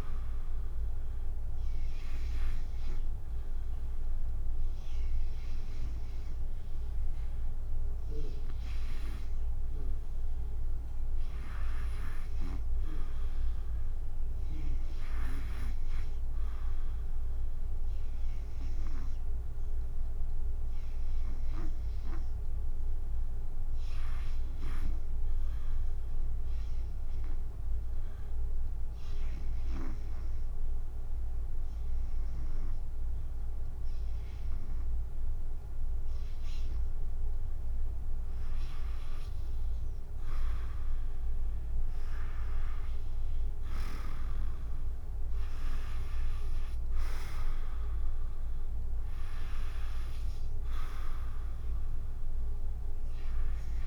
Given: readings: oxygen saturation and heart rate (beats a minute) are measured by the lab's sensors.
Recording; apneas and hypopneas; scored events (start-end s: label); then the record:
breathing in sleep by a room microphone; 1
0.00-3.50 s: drop in pulse transit time (device-marked, heart rate 73 extreme)
18.00-22.00 s: arousal
27.00-38.00 s: obstructive apnea (oxygen 95% before, 87% lowest, heart rate 73 before, 68 extreme, up 10 after)
34.50-53.87 s: oxygen desaturation (device-marked, oxygen 93% before, 87% lowest, heart rate 71 before, 64 extreme)
45.00-48.50 s: arousal
From the record:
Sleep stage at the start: REM sleep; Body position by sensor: on the back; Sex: female